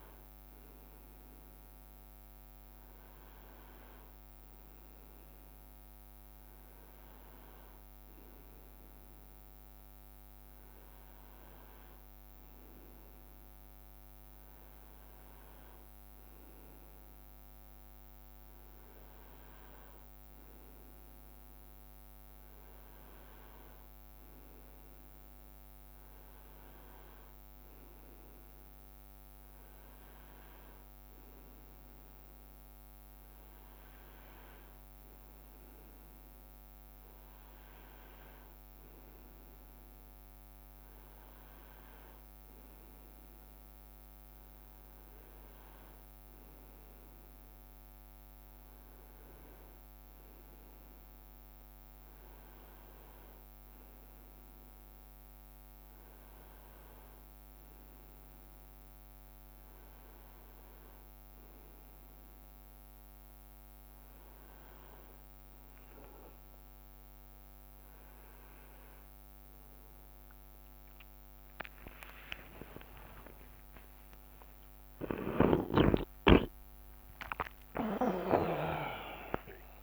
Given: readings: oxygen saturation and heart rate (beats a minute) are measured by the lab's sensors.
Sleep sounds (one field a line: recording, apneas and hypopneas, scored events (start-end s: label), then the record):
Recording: breathing in sleep by a microphone on the trachea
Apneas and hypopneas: none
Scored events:
61.00-79.83 s: new sleep stage, awake
75.50-79.83 s: leg movement (device-marked)
From the record:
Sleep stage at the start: N2 (light sleep)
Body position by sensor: on the right side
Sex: male